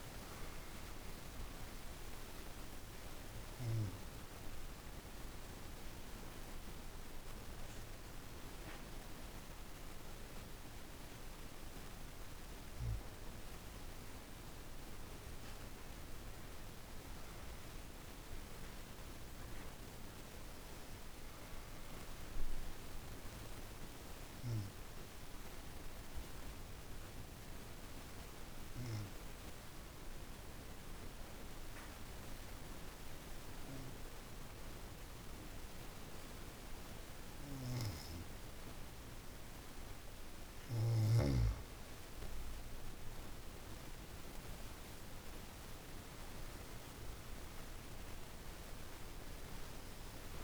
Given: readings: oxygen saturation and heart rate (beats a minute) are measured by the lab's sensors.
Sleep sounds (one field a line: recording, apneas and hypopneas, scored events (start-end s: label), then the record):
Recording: breathing in sleep, hard to hear, by a room microphone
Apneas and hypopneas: 2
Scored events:
2.00-12.00 s: obstructive apnea (oxygen 98% before, 83% lowest, heart rate 52 before, 51 extreme, up 3 after)
2.50-16.50 s: oxygen desaturation (device-marked, oxygen 98% before, 90% lowest, heart rate 52 before, 51 extreme)
15.50-20.00 s: arousal
24.50-39.00 s: obstructive apnea (oxygen 98% before, 82% lowest, heart rate 53 before, 52 extreme, up 16 after)
40.50-45.00 s: arousal
40.50-50.44 s: oxygen desaturation (device-marked, oxygen 95% before, 83% lowest, heart rate 53 before, 52 extreme)
From the record:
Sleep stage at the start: N2 (light sleep)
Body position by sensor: on the back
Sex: female